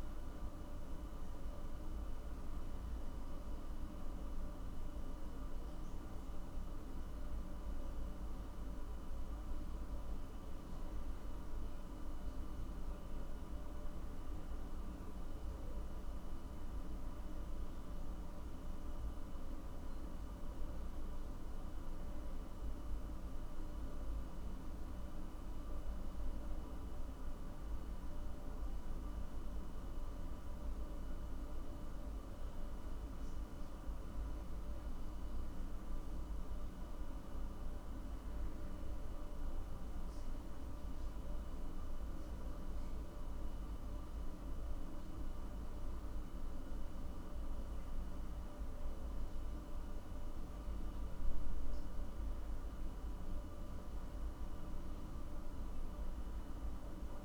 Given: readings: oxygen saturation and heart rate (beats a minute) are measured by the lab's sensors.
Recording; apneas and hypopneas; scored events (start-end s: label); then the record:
a person awake in a sleep study, hard to hear, by a room microphone; none
none scored
From the record:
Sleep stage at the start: awake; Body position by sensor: on the back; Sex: male